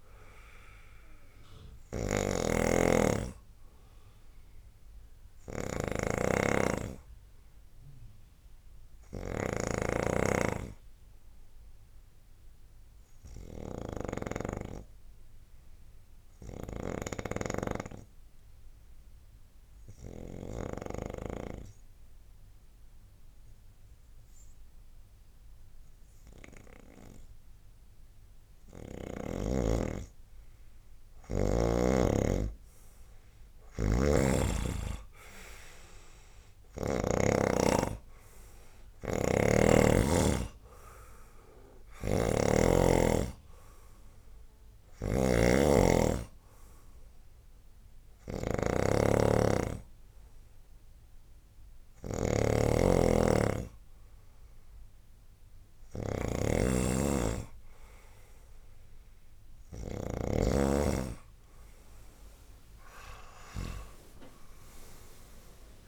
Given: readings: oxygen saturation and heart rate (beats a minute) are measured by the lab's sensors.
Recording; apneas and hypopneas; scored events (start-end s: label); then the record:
breathing in sleep by a room microphone; 1
0.00-17.50 s: snoring (device-marked)
12.50-27.50 s: obstructive apnea (oxygen 97% before, 89% lowest, heart rate 78 before, 66 extreme, up 35 after)
28.50-45.50 s: oxygen desaturation (device-marked, oxygen 97% before, 89% lowest, heart rate 77 before, 75 extreme)
30.50-35.00 s: arousal
39.00-60.00 s: snoring (device-marked)
59.50-62.50 s: tachycardia (device-marked, heart rate 80 before, 100 extreme)
63.50-65.88 s: arousal
From the record:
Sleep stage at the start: N2 (light sleep); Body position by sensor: on the right side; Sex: male